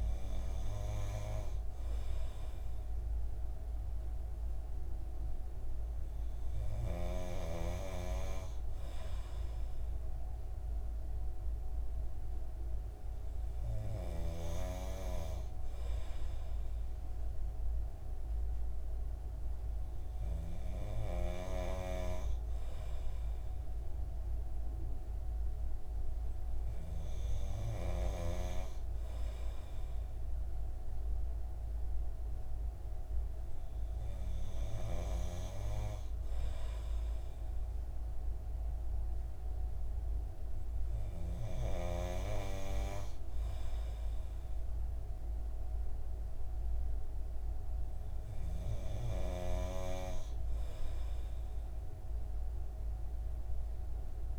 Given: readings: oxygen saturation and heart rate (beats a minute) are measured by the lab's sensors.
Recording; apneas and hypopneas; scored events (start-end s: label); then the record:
breathing in sleep by a room microphone; none
none scored
From the record:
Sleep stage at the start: N2 (light sleep); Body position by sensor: on the right side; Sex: male